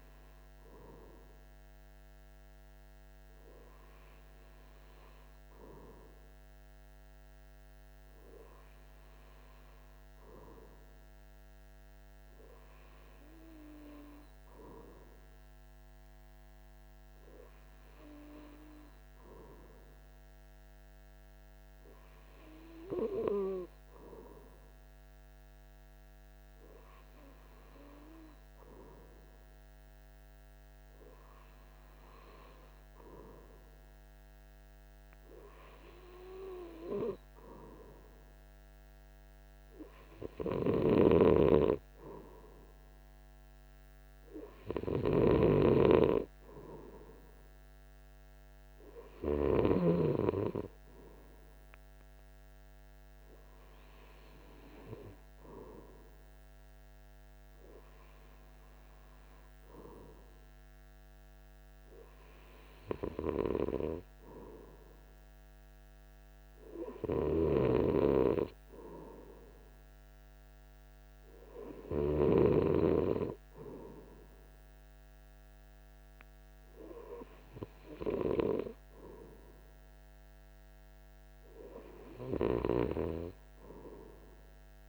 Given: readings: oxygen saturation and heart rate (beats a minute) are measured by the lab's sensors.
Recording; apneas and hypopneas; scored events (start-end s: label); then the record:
breathing in sleep by a microphone on the trachea; none
none scored
From the record:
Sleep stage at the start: N2 (light sleep); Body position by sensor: on the right side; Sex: male